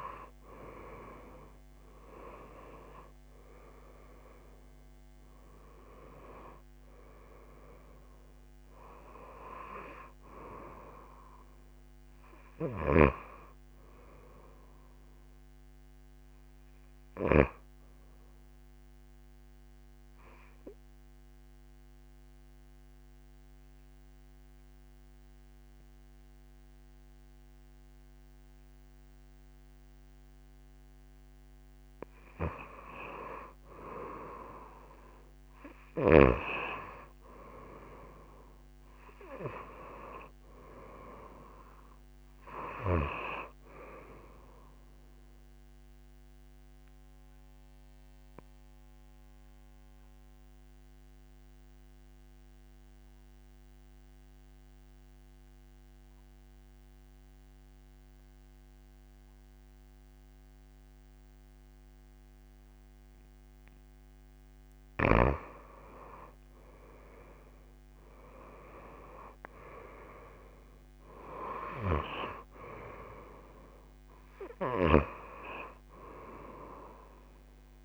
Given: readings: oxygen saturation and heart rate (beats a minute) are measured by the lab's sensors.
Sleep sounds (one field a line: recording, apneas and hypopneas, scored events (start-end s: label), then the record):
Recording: breathing in sleep by a microphone on the trachea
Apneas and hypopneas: 2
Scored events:
0.00-1.00 s: arousal
1.00-27.00 s: oxygen desaturation (device-marked, oxygen 97% before, 92% lowest)
19.00-31.00 s: obstructive apnea (oxygen 97% before, 90% lowest)
33.50-37.50 s: arousal
39.00-59.00 s: oxygen desaturation (device-marked, oxygen 97% before, 93% lowest)
47.00-64.00 s: obstructive apnea (oxygen 97% before, 90% lowest)
67.00-71.00 s: arousal
68.00-77.84 s: oxygen desaturation (device-marked, oxygen 97% before, 90% lowest)
From the record:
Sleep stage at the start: N2 (light sleep)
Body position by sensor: on the back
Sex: female